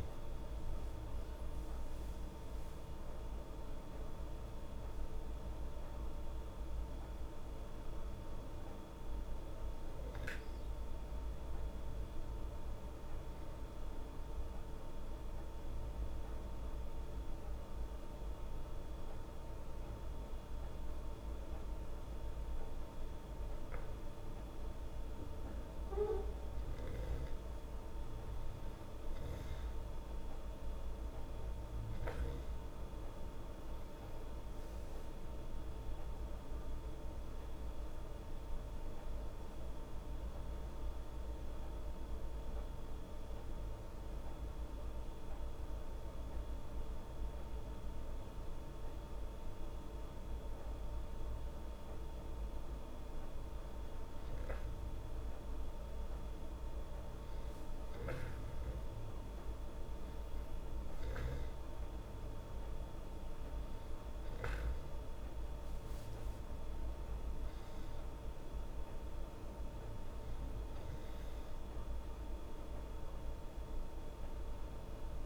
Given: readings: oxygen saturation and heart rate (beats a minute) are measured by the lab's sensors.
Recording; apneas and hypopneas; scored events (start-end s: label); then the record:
breathing in sleep, hard to hear, by a room microphone; 2
11.50-24.50 s: hypopnea (oxygen 97% before, 95% lowest, heart rate 86 before, 72 extreme, up 4 after)
26.50-30.00 s: arousal
43.50-53.50 s: hypopnea (oxygen 98% before, 95% lowest, heart rate 75 before, 71 extreme, up 4 after)
56.00-59.50 s: arousal
From the record:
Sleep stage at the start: N2 (light sleep); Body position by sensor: on the back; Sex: female